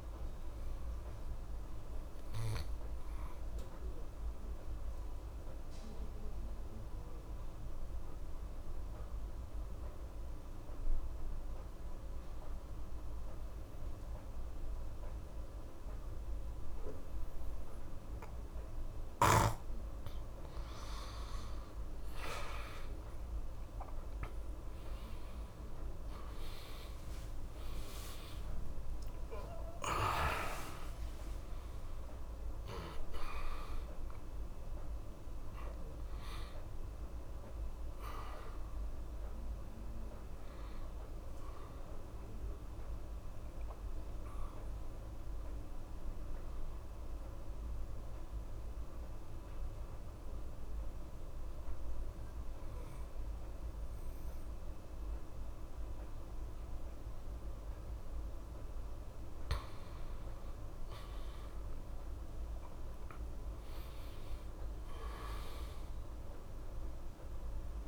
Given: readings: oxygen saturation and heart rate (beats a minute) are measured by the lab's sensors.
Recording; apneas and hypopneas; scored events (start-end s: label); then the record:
breathing in sleep by a room microphone; 2
0.00-15.00 s: oxygen desaturation (device-marked, oxygen 87% lowest, heart rate 65 extreme)
1.00-20.50 s: obstructive apnea (oxygen 96% before, 86% lowest, heart rate 83 before, 65 extreme, up 22 after)
23.00-29.00 s: arousal
23.00-49.00 s: oxygen desaturation (device-marked, oxygen 97% before, 86% lowest, heart rate 69 before, 62 extreme)
46.00-59.50 s: hypopnea (oxygen 97% before, 88% lowest, heart rate 82 before, 62 extreme, up 6 after)
61.50-66.00 s: arousal
From the record:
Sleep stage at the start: N2 (light sleep); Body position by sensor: on the back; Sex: male